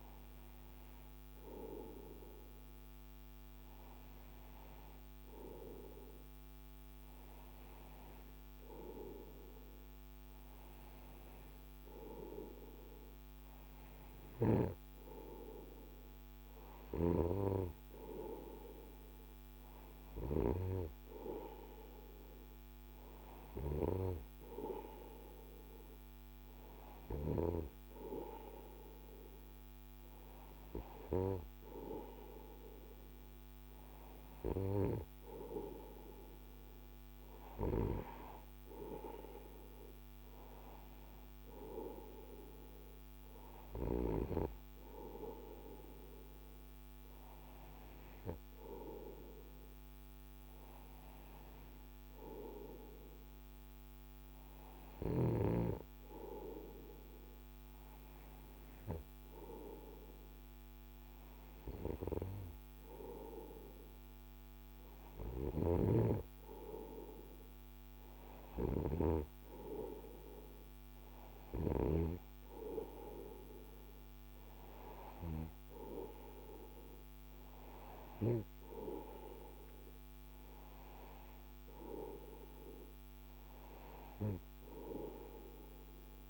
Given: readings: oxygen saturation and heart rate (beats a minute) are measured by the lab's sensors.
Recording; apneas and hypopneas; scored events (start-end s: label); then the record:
breathing in sleep by a microphone on the trachea; none
none scored
From the record:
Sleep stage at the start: N2 (light sleep); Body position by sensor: on the right side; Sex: male